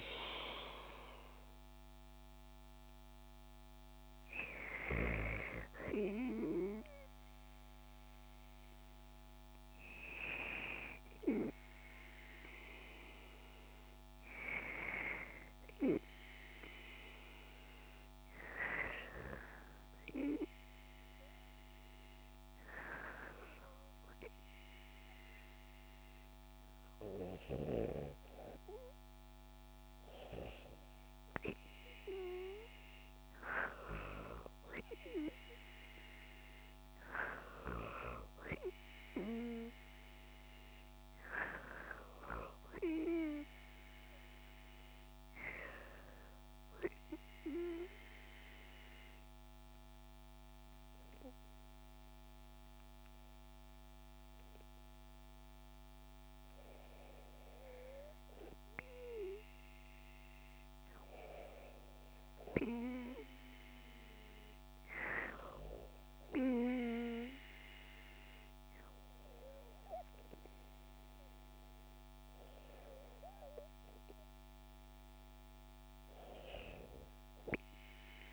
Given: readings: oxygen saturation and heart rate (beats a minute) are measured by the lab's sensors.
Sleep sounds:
breathing in sleep by a microphone on the trachea; 2
18.50-30.00 s: hypopnea (oxygen 97% before, 94% lowest, heart rate 74 before, 69 extreme, up 0 after)
34.50-39.50 s: arousal
47.00-58.50 s: obstructive apnea (oxygen 97% before, 94% lowest, heart rate 71 before, 69 extreme, up 3 after)
60.50-65.00 s: arousal
From the record:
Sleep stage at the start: REM sleep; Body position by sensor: on the back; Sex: female

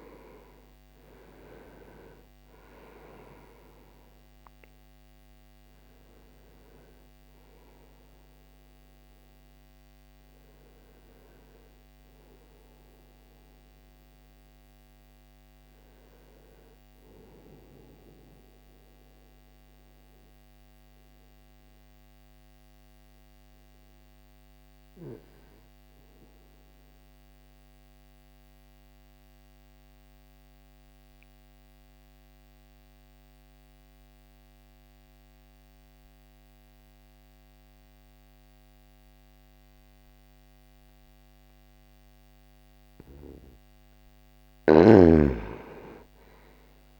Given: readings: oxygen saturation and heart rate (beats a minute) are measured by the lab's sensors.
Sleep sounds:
breathing in sleep by a microphone on the trachea; 1
0.00-11.00 s: oxygen desaturation (device-marked, oxygen 89% lowest, heart rate 60 extreme)
18.00-33.00 s: oxygen desaturation (device-marked, oxygen 91% before, 87% lowest, heart rate 63 before, 60 extreme)
18.00-42.50 s: mixed apnea (oxygen 95% before, 87% lowest, heart rate 63 before, 59 extreme, up 2 after)
43.50-47.00 s: arousal
From the record:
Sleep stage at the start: N2 (light sleep); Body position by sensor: on the right side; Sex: male

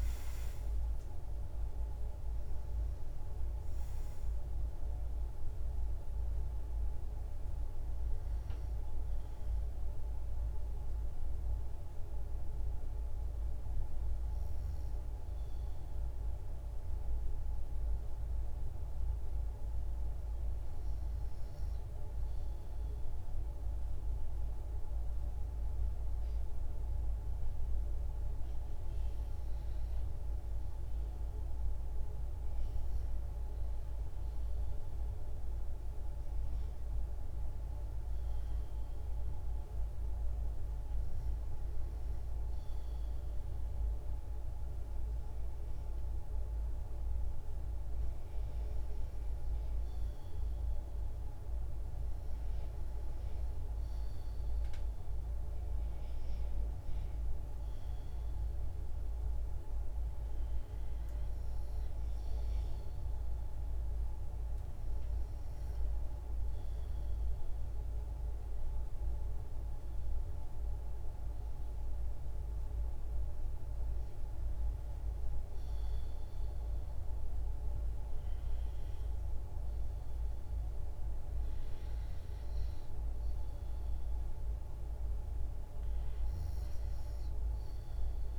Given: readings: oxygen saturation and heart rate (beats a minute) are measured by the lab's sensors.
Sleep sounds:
breathing in sleep, hard to hear, by a room microphone; 1
0.00-19.00 s: oxygen desaturation (device-marked, oxygen 91% lowest, heart rate 57 extreme)
12.00-30.50 s: hypopnea (oxygen 96% before, 91% lowest, heart rate 75 before, 57 extreme, up 1 after)
31.00-35.00 s: arousal
36.00-53.00 s: oxygen desaturation (device-marked, oxygen 98% before, 94% lowest, heart rate 58 before, 60 extreme)
From the record:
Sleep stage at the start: REM sleep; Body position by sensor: on the back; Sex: female

